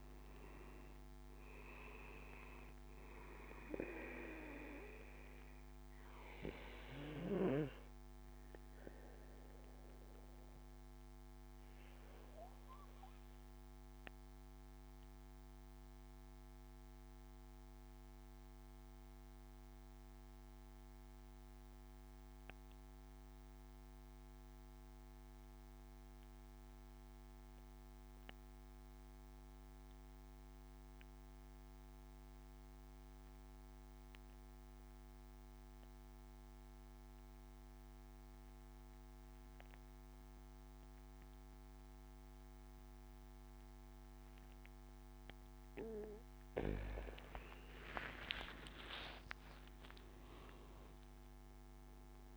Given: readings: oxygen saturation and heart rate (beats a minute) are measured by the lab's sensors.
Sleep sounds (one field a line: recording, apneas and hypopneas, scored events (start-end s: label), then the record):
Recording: breathing in sleep by a microphone on the trachea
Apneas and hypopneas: 1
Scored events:
0.00-17.00 s: oxygen desaturation (device-marked, oxygen 93% lowest, heart rate 63 extreme)
8.00-44.00 s: obstructive apnea (oxygen 98% before, 90% lowest, heart rate 71 before, 58 extreme, up 13 after)
36.00-52.37 s: oxygen desaturation (device-marked, oxygen 99% before, 90% lowest, heart rate 66 before, 58 extreme)
47.50-51.50 s: arousal
From the record:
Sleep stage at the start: N2 (light sleep)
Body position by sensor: on the back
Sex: male